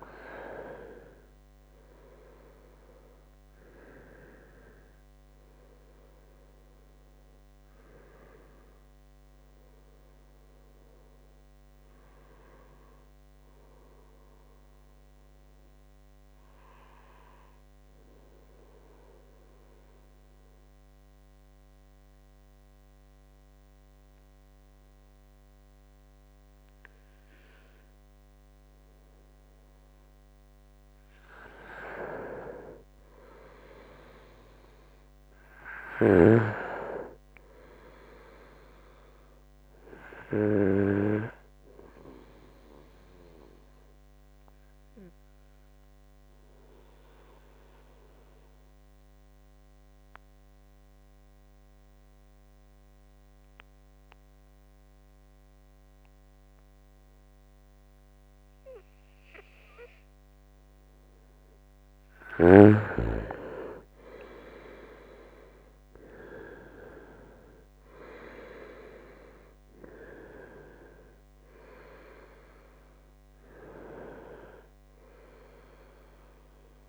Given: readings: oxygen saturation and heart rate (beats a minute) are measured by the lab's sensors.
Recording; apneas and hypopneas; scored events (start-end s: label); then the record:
breathing in sleep by a microphone on the trachea; 2
2.00-22.00 s: oxygen desaturation (device-marked, oxygen 98% before, 92% lowest, heart rate 70 before, 69 extreme)
14.50-30.50 s: obstructive apnea (oxygen 99% before, 90% lowest, heart rate 72 before, 67 extreme, up 3 after)
34.00-37.00 s: arousal
36.00-56.00 s: oxygen desaturation (device-marked, oxygen 97% before, 92% lowest, heart rate 71 before, 67 extreme)
45.00-61.00 s: obstructive apnea (oxygen 97% before, 90% lowest, heart rate 72 before, 65 extreme, up 5 after)
63.50-67.00 s: arousal
67.00-76.89 s: oxygen desaturation (device-marked, oxygen 97% before, 90% lowest, heart rate 69 before, 65 extreme)
From the record:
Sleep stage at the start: N2 (light sleep); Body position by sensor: on the right side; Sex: male